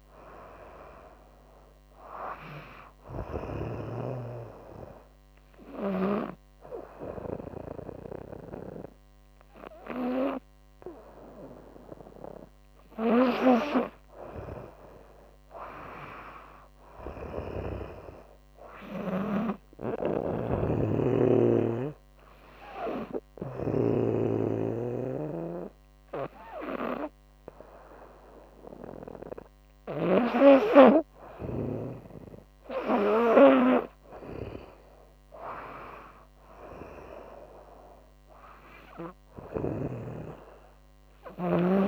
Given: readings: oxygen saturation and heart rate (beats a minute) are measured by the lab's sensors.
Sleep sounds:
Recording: breathing in sleep by a microphone on the trachea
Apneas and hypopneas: 2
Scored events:
0.00-17.50 s: oxygen desaturation (device-marked, oxygen 95% lowest, heart rate 72 extreme)
1.50-11.50 s: obstructive apnea (oxygen 98% before, 95% lowest, heart rate 79 before, 72 extreme, up 12 after)
13.50-16.50 s: arousal
19.00-23.00 s: snoring (device-marked)
19.00-29.50 s: hypopnea (oxygen 98% before, 96% lowest, heart rate 79 before, 76 extreme, up 7 after)
32.50-35.50 s: arousal
38.50-41.88 s: snoring (device-marked)
From the record:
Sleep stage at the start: N2 (light sleep)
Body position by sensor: on the back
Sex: female

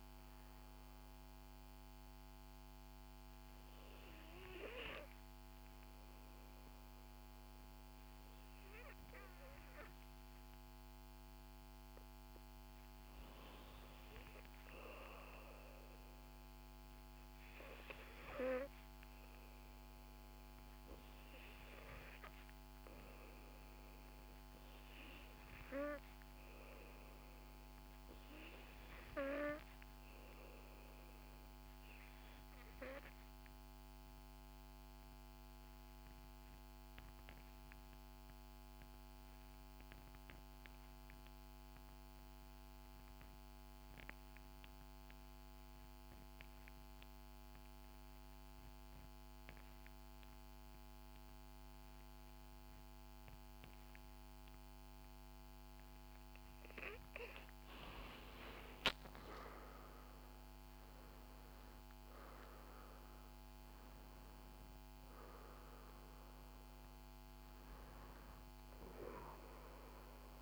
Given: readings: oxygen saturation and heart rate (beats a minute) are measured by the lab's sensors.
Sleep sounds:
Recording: breathing in sleep by a microphone on the trachea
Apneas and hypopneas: 1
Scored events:
0.00-4.00 s: oxygen desaturation (device-marked, oxygen 73% lowest, heart rate 62 extreme)
8.00-70.42 s: new sleep stage, N2 (light sleep)
17.00-57.00 s: obstructive apnea (oxygen 96% before, 78% lowest, heart rate 65 before, 59 extreme, up 9 after)
21.00-70.42 s: oxygen desaturation (device-marked, oxygen 96% before, 78% lowest, heart rate 65 before, 59 extreme)
58.50-63.50 s: arousal
From the record:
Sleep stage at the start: N1 (lightest sleep)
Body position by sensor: on the back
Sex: female

